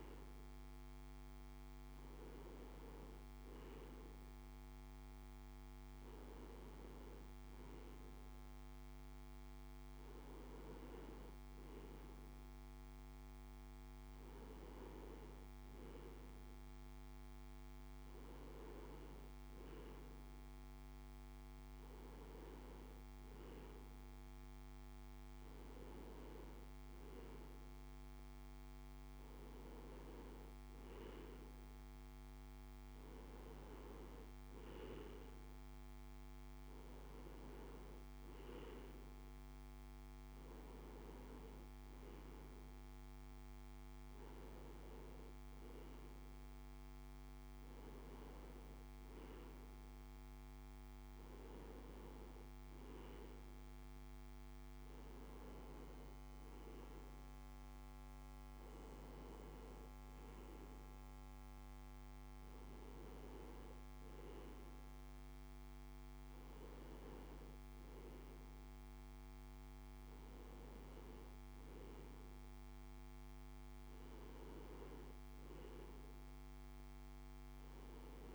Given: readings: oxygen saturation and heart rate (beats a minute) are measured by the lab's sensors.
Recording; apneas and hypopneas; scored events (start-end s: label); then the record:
breathing in sleep, hard to hear, by a microphone on the trachea; none
none scored
From the record:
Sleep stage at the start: N2 (light sleep); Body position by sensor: on the right side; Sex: male